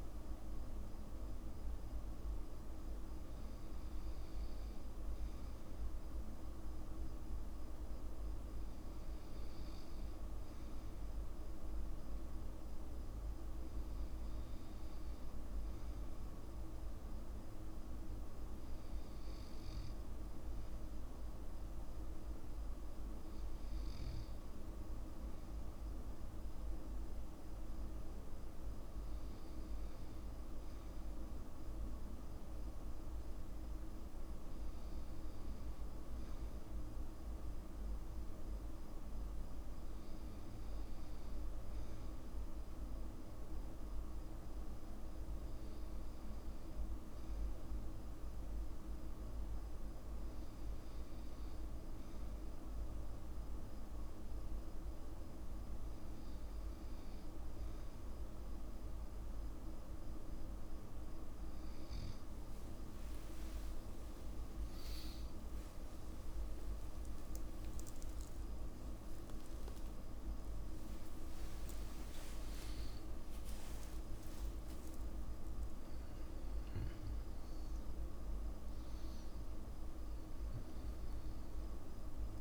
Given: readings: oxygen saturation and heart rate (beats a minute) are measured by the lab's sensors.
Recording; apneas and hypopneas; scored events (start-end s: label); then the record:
breathing in sleep, hard to hear, by a room microphone; none
22.50-24.50 s: long interval between heartbeats (device-marked, heart rate 57 before, 61 extreme)
65.00-72.00 s: tachycardia (device-marked, heart rate 55 before, 138 extreme)
65.50-71.00 s: arousal
67.00-69.00 s: long interval between heartbeats (device-marked, heart rate 58 before, 99 extreme)
69.00-71.00 s: long interval between heartbeats (device-marked, heart rate 63 before, 116 extreme)
72.00-74.00 s: long interval between heartbeats (device-marked, heart rate 73 before, 118 extreme)
74.50-76.50 s: long interval between heartbeats (device-marked, heart rate 80 before, 94 extreme)
From the record:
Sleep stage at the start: N2 (light sleep); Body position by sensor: on the back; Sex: male